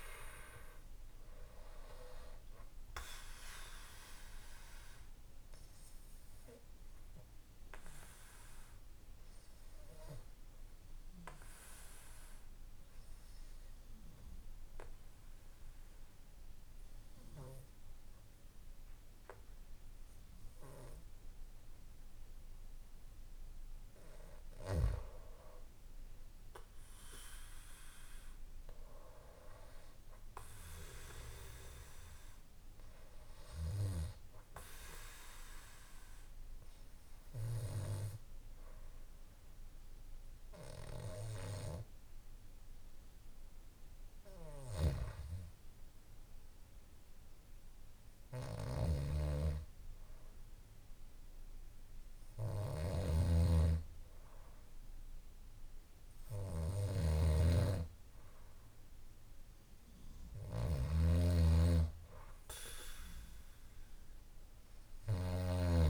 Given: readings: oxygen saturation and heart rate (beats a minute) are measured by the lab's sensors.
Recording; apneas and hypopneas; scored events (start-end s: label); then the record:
breathing in sleep by a room microphone; 2
4.50-23.50 s: obstructive apnea (oxygen 97% before, 91% lowest, heart rate 61 before, 55 extreme, up 2 after)
7.50-24.50 s: oxygen desaturation (device-marked, oxygen 95% before, 91% lowest, heart rate 61 before, 55 extreme)
25.50-29.50 s: arousal
33.00-45.50 s: obstructive apnea (oxygen 97% before, 92% lowest, heart rate 58 before, 56 extreme, up 2 after)
47.50-51.50 s: arousal
48.00-65.90 s: snoring (device-marked)
From the record:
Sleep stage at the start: N2 (light sleep); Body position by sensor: on the back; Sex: male